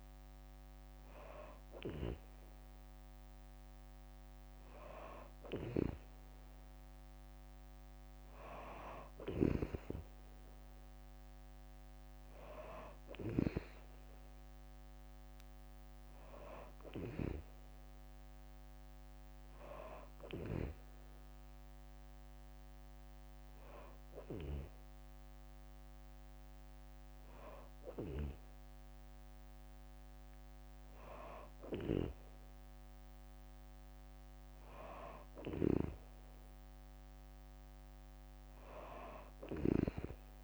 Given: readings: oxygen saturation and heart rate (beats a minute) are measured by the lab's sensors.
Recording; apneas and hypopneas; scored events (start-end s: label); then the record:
breathing in sleep by a microphone on the trachea; none
5.00-9.50 s: snoring (device-marked)
35.00-40.44 s: snoring (device-marked)
From the record:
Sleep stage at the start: N2 (light sleep); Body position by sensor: on the back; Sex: female